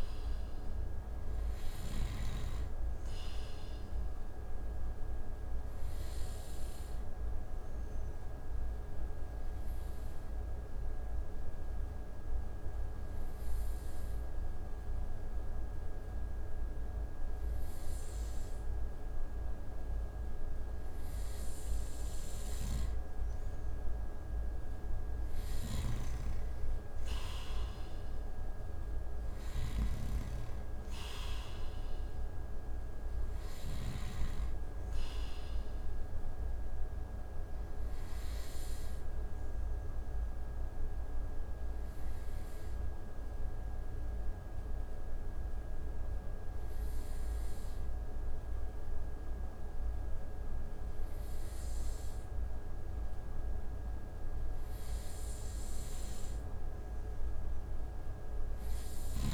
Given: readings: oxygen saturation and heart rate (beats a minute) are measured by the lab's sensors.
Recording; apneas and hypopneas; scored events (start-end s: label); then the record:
breathing in sleep, hard to hear, by a room microphone; 2
0.00-2.00 s: snoring (device-marked)
0.00-19.00 s: oxygen desaturation (device-marked, oxygen 90% lowest)
4.00-25.00 s: obstructive apnea (oxygen 95% before, 89% lowest)
25.00-33.50 s: snoring (device-marked)
28.00-52.00 s: oxygen desaturation (device-marked, oxygen 95% before, 89% lowest)
28.50-32.00 s: arousal
36.00-55.00 s: obstructive apnea (oxygen 95% before, 89% lowest)
58.00-59.34 s: arousal
From the record:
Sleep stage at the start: N2 (light sleep); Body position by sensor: on the right side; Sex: male